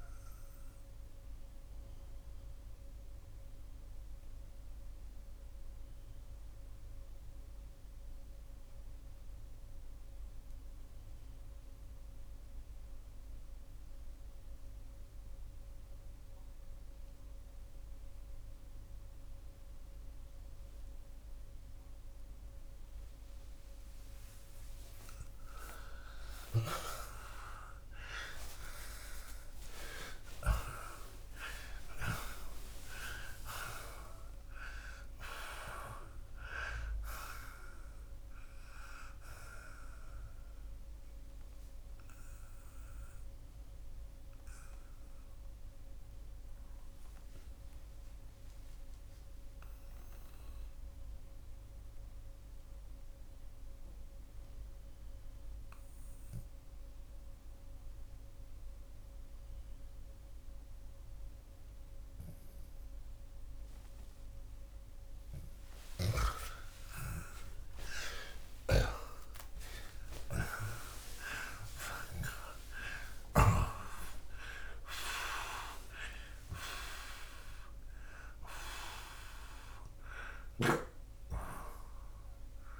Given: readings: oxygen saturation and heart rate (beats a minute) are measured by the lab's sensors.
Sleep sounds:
breathing in sleep by a room microphone; 2
0.00-3.00 s: oxygen desaturation (device-marked, oxygen 88% lowest, heart rate 64 extreme)
1.00-24.50 s: obstructive apnea (oxygen 91% before, 79% lowest, heart rate 107 before, 64 extreme)
11.00-26.00 s: oxygen desaturation (device-marked, oxygen 89% before, 79% lowest, heart rate 90 before, 67 extreme)
26.50-31.00 s: arousal
40.00-64.50 s: obstructive apnea (oxygen 92% before, 79% lowest)
56.00-72.00 s: oxygen desaturation (device-marked, oxygen 90% before, 82% lowest)
65.50-73.00 s: snoring (device-marked)
67.00-72.00 s: arousal
From the record:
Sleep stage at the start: N2 (light sleep); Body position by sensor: on the back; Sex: male

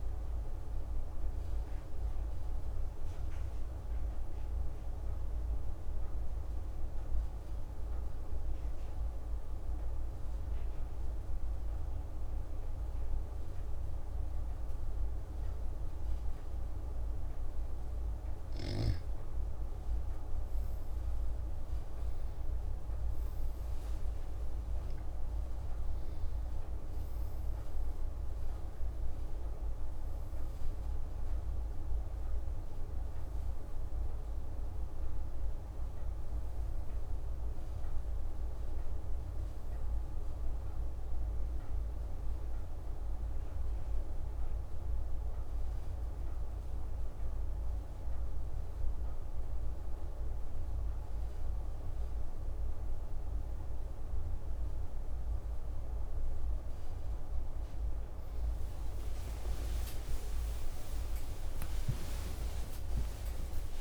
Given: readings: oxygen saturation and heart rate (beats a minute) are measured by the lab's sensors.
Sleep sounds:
breathing in sleep, hard to hear, by a room microphone; 1
5.50-17.00 s: obstructive apnea (oxygen 97% before, 94% lowest)
20.00-26.00 s: arousal
From the record:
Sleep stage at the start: N1 (lightest sleep); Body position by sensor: on the back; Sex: male

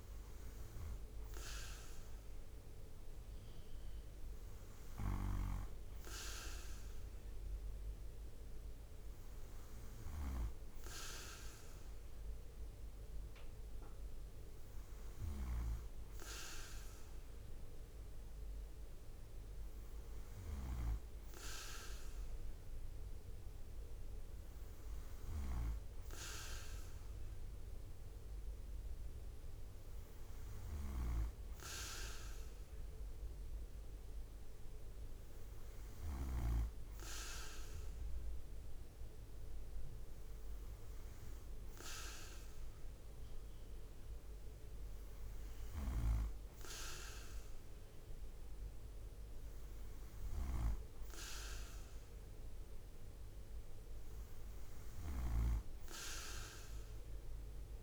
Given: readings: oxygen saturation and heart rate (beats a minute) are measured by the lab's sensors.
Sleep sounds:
breathing in sleep by a room microphone; none
30.00-36.00 s: snoring (device-marked)
45.00-55.00 s: snoring (device-marked)
From the record:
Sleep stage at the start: N2 (light sleep); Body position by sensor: on the right side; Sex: male

